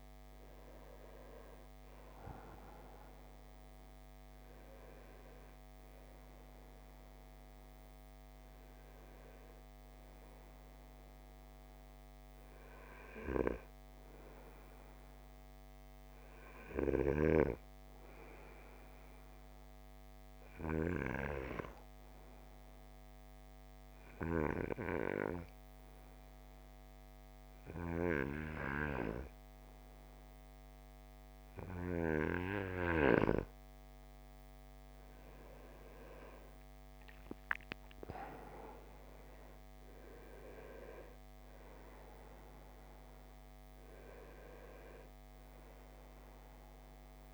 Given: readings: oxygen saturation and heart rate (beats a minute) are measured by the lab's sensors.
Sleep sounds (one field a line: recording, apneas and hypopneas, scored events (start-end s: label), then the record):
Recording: breathing in sleep by a microphone on the trachea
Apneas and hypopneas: 1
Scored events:
0.00-2.00 s: arousal
3.50-22.50 s: oxygen desaturation (device-marked, oxygen 96% before, 92% lowest, heart rate 56 before, 47 extreme)
17.50-31.50 s: obstructive apnea (oxygen 97% before, 92% lowest, heart rate 61 before, 25 extreme, up 17 after)
35.00-39.00 s: arousal
42.50-47.34 s: oxygen desaturation (device-marked, oxygen 96% before, 92% lowest, heart rate 57 before, 25 extreme)
From the record:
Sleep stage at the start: N2 (light sleep)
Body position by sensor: on the right side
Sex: male